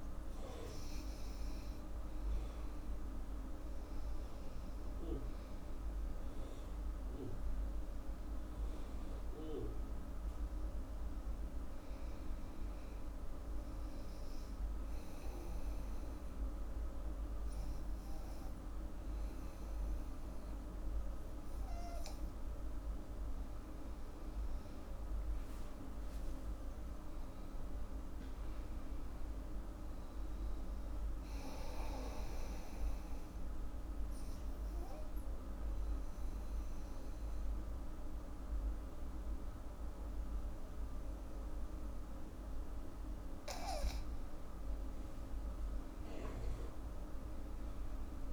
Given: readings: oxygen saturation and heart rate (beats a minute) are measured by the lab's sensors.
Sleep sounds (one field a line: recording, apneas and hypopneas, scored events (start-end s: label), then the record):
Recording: breathing in sleep, hard to hear, by a room microphone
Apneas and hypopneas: 2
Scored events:
0.00-3.00 s: oxygen desaturation (device-marked, oxygen 95% lowest, heart rate 82 extreme)
12.00-23.00 s: obstructive apnea (oxygen 99% before, 90% lowest, heart rate 87 before, 74 extreme, up 9 after)
25.50-29.50 s: arousal
27.00-43.00 s: oxygen desaturation (device-marked, oxygen 97% before, 91% lowest, heart rate 87 before, 74 extreme)
33.00-44.00 s: obstructive apnea (oxygen 97% before, 90% lowest, heart rate 88 before, 76 extreme, up 10 after)
45.00-48.33 s: arousal
From the record:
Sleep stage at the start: N2 (light sleep)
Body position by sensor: on the back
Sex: female